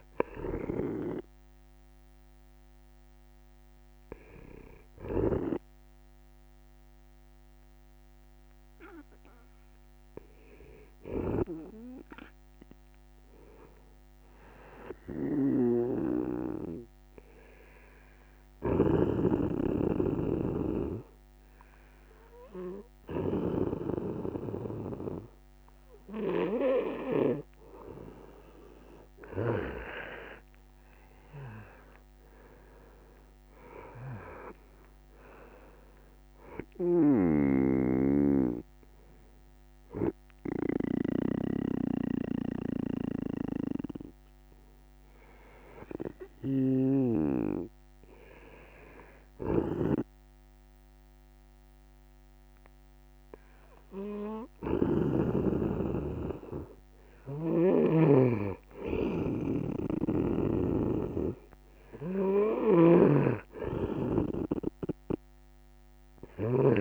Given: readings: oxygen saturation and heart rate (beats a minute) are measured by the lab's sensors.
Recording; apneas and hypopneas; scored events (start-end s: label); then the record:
breathing in sleep by a microphone on the trachea; 2
0.00-21.50 s: oxygen desaturation (device-marked, oxygen 91% lowest, heart rate 71 extreme)
18.00-29.00 s: obstructive apnea (oxygen 96% before, 92% lowest, heart rate 138 before, 71 extreme, up 4 after)
30.00-33.50 s: arousal
38.50-51.50 s: oxygen desaturation (device-marked, oxygen 97% before, 92% lowest, heart rate 73 before, 73 extreme)
46.00-57.00 s: hypopnea (oxygen 98% before, 91% lowest, heart rate 74 before, 73 extreme, up 1 after)
59.50-63.00 s: arousal
59.50-66.50 s: snoring (device-marked)
From the record:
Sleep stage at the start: N2 (light sleep); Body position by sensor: on the right side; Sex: male